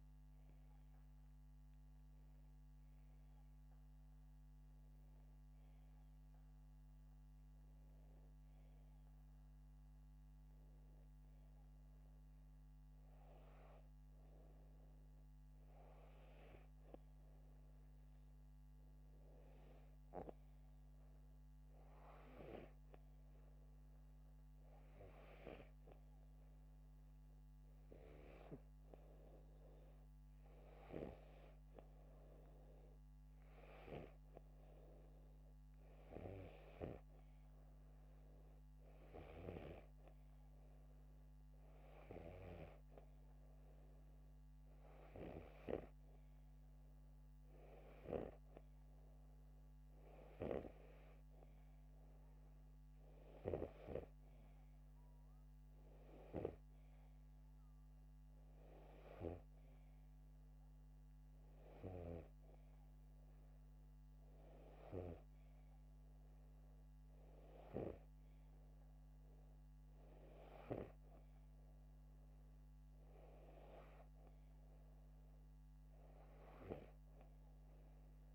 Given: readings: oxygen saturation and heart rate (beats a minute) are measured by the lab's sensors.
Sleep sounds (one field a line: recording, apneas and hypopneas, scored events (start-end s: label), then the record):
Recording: breathing in sleep by a microphone on the trachea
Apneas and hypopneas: none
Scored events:
none scored
From the record:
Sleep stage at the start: N2 (light sleep)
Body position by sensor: upright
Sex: male